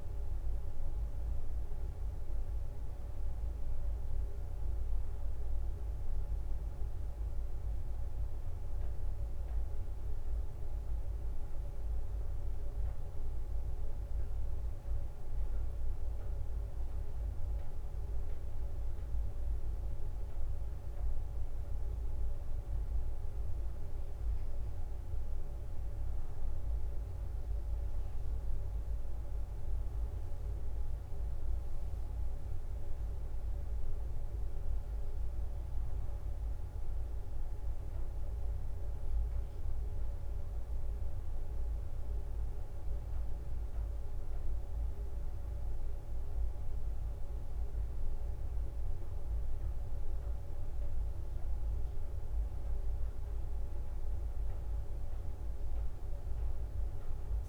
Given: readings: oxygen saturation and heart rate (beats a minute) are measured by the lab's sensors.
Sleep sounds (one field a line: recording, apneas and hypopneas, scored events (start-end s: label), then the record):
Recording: a person awake in a sleep study, hard to hear, by a room microphone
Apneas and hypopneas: 1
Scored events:
25.50-32.50 s: leg movement (device-marked)
33.00-57.49 s: new sleep stage, N1 (lightest sleep)
36.50-45.00 s: leg movement (device-marked)
42.50-52.50 s: hypopnea (oxygen 93% before, 90% lowest, heart rate 64 before, 59 extreme, up 8 after)
43.00-57.49 s: drop in pulse transit time (device-marked, heart rate 64 before, 61 extreme)
49.50-56.00 s: leg movement (device-marked)
From the record:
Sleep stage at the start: awake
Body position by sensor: on the back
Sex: female